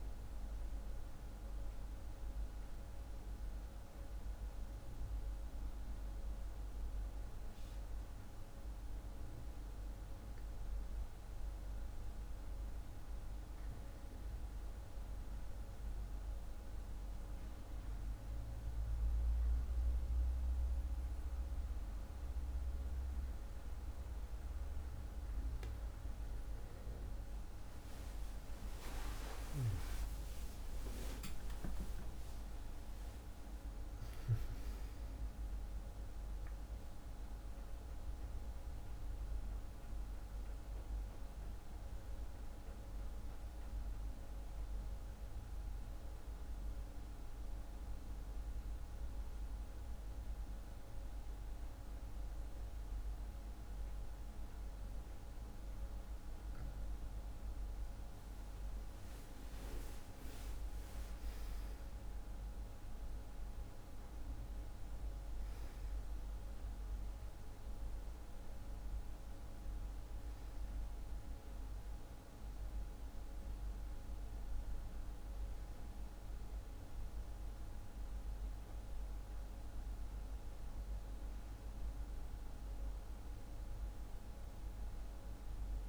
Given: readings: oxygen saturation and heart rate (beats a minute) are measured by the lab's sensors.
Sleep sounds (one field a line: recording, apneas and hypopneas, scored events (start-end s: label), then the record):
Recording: breathing in sleep, hard to hear, by a room microphone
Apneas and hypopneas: 1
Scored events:
14.50-74.50 s: new sleep stage, N1 (lightest sleep)
29.50-35.00 s: arousal
42.00-58.50 s: mixed apnea (oxygen 97% before, 96% lowest, heart rate 54 before, 43 extreme, up 9 after)
59.50-64.00 s: arousal
74.50-85.89 s: new sleep stage, N2 (light sleep)
From the record:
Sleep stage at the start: N2 (light sleep)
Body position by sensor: on the back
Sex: male